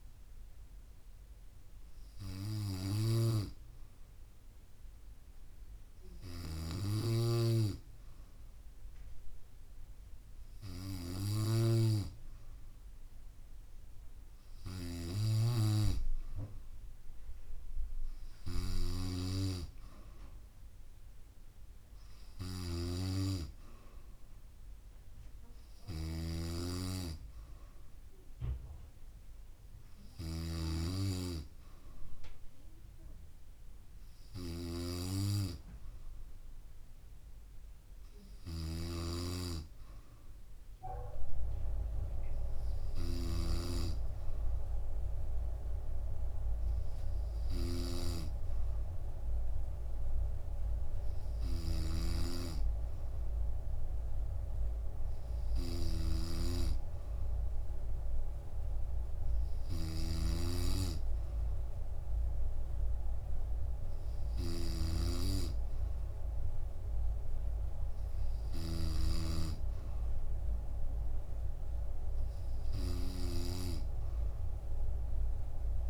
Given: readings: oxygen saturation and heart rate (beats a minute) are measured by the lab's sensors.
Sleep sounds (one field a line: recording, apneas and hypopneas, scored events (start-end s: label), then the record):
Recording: breathing in sleep by a room microphone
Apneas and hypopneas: none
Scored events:
7.00-12.00 s: snoring (device-marked)
22.50-43.50 s: snoring (device-marked)
38.50-41.50 s: bradycardia (device-marked, heart rate 70 before, 70 extreme)
51.50-69.00 s: snoring (device-marked)
58.50-62.50 s: bradycardia (device-marked, heart rate 69 before, 58 extreme)
From the record:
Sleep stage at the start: N2 (light sleep)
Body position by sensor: on the back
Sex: female